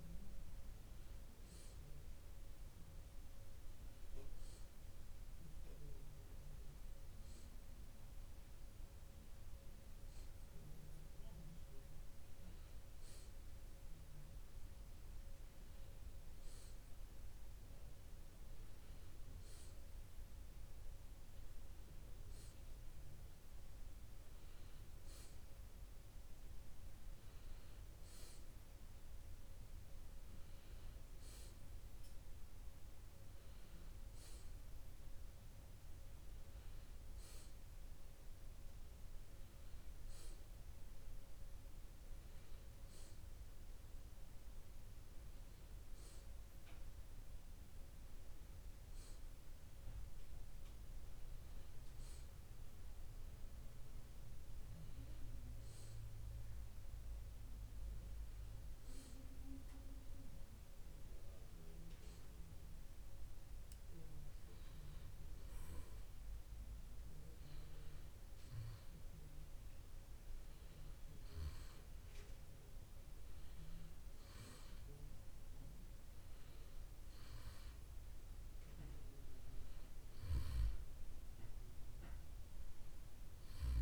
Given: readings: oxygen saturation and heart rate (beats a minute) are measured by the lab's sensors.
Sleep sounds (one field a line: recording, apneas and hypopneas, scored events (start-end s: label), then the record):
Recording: breathing in sleep, hard to hear, by a room microphone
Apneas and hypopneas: none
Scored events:
none scored
From the record:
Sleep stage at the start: N2 (light sleep)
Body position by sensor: on the back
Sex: male